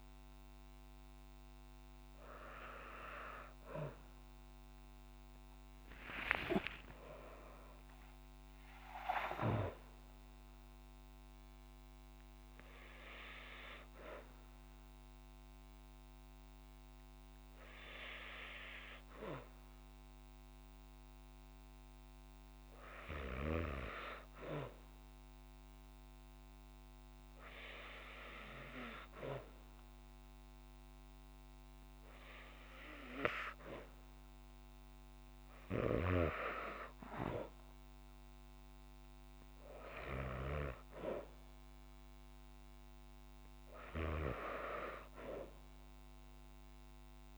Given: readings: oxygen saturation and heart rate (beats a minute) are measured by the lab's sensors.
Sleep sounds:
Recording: breathing in sleep by a microphone on the trachea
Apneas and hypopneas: none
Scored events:
4.00-8.50 s: arousal
From the record:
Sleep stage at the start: N2 (light sleep)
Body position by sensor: on the back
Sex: female

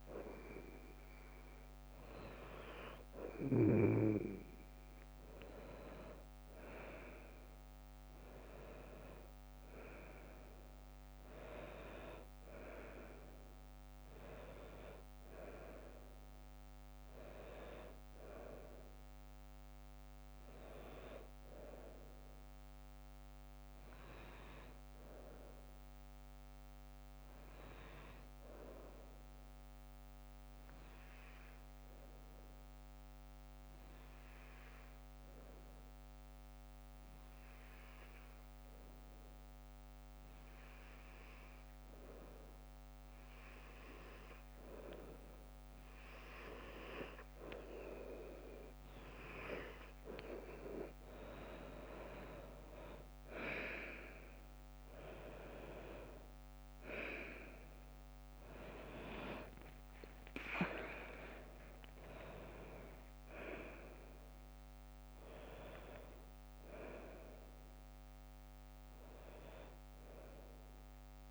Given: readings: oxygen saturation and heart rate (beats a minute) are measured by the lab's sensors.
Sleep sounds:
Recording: breathing in sleep by a microphone on the trachea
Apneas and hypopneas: 1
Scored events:
9.00-13.00 s: arousal
31.50-45.50 s: hypopnea (oxygen 96% before, 90% lowest, heart rate 62 before, 61 extreme, up 3 after)
44.00-71.31 s: oxygen desaturation (device-marked, oxygen 96% before, 90% lowest, heart rate 61 before, 56 extreme)
50.50-54.50 s: arousal
From the record:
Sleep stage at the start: N2 (light sleep)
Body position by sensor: on the back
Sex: female

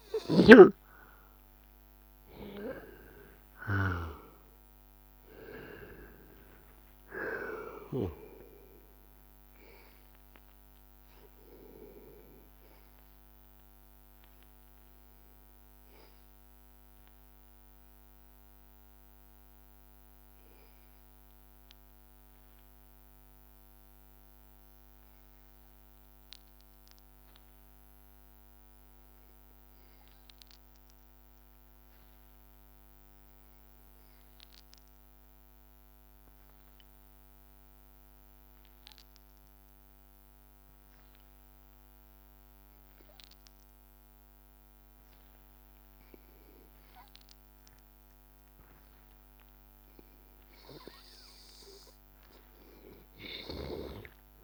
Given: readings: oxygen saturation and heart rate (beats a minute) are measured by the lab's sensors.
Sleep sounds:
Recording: breathing in sleep by a microphone on the trachea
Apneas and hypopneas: 1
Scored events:
0.00-26.50 s: oxygen desaturation (device-marked, oxygen 91% lowest, heart rate 84 extreme)
13.00-47.50 s: hypopnea (oxygen 97% before, 91% lowest, heart rate 86 before, 84 extreme, up 1 after)
44.50-54.44 s: oxygen desaturation (device-marked, oxygen 98% before, 93% lowest, heart rate 84 before, 83 extreme)
49.50-53.50 s: arousal
From the record:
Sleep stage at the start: N2 (light sleep)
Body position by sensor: on the back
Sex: male

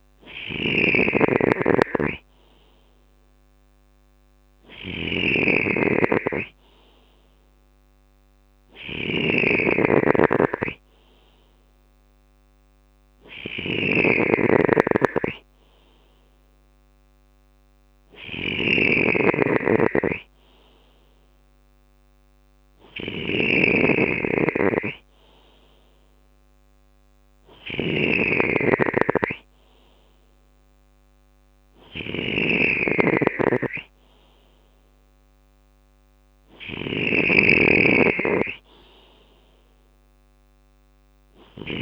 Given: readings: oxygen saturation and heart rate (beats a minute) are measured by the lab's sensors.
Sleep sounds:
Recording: breathing in sleep by a microphone on the trachea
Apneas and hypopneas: none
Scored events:
0.00-41.82 s: snoring (device-marked)
From the record:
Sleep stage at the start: N3 (deep sleep)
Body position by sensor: on the left side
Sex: male

